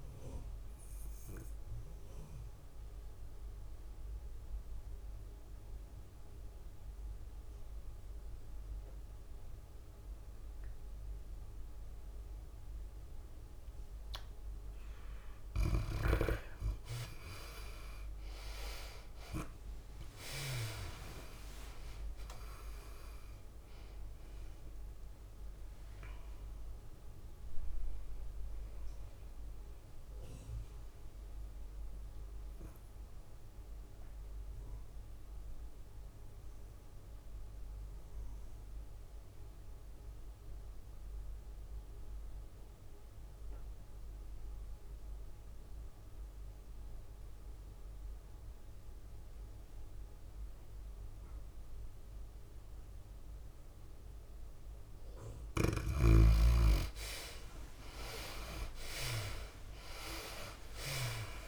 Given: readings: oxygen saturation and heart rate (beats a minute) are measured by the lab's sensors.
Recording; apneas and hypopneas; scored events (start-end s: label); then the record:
breathing in sleep by a room microphone; 2
0.00-4.50 s: oxygen desaturation (device-marked, oxygen 72% lowest, heart rate 97 extreme)
0.00-7.50 s: tachycardia (device-marked, heart rate 143 extreme)
1.50-3.50 s: long interval between heartbeats (device-marked, heart rate 114 before, 111 extreme)
2.50-15.00 s: mixed apnea (oxygen 94% before, 71% lowest, heart rate 113 before, 97 extreme, up 6 after)
5.00-7.00 s: long interval between heartbeats (device-marked, heart rate 111 before, 119 extreme)
17.50-35.50 s: tachycardia (device-marked, heart rate 107 before, 108 extreme)
18.50-42.50 s: oxygen desaturation (device-marked, oxygen 96% before, 78% lowest, heart rate 106 before, 91 extreme)
21.50-26.50 s: arousal
21.50-35.50 s: drop in pulse transit time (device-marked, heart rate 105 before, 102 extreme)
33.00-55.00 s: obstructive apnea (oxygen 97% before, 71% lowest, heart rate 102 before, 91 extreme, up 4 after)
47.50-61.48 s: oxygen desaturation (device-marked, oxygen 97% before, 71% lowest, heart rate 102 before, 91 extreme)
58.00-61.48 s: arousal
From the record:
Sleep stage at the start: N2 (light sleep); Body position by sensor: on the back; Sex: female